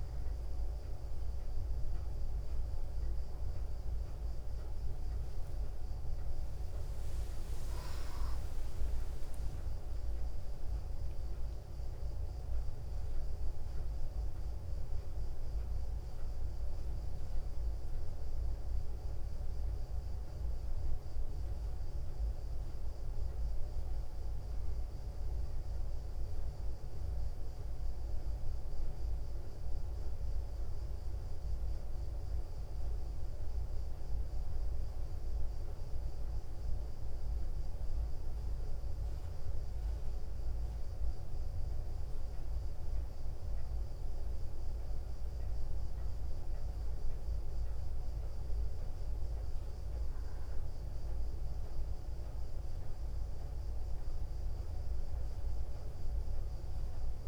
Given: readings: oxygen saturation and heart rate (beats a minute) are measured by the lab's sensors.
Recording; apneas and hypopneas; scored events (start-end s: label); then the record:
breathing in sleep, hard to hear, by a room microphone; none
12.00-16.00 s: arousal
From the record:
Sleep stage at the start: N2 (light sleep); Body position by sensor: on the back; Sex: female